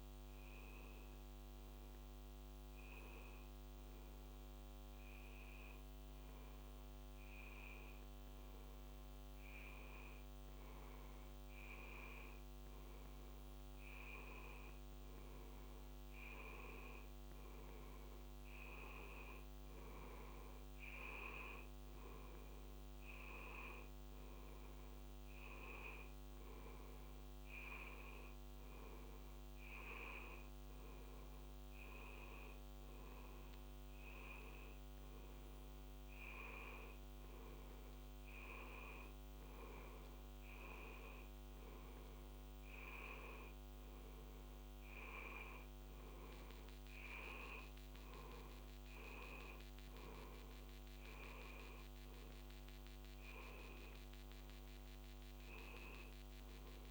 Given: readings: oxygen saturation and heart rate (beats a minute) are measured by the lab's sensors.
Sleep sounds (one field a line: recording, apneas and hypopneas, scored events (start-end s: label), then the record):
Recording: a person awake in a sleep study, by a microphone on the trachea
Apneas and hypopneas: none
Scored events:
none scored
From the record:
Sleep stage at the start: awake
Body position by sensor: on the back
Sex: male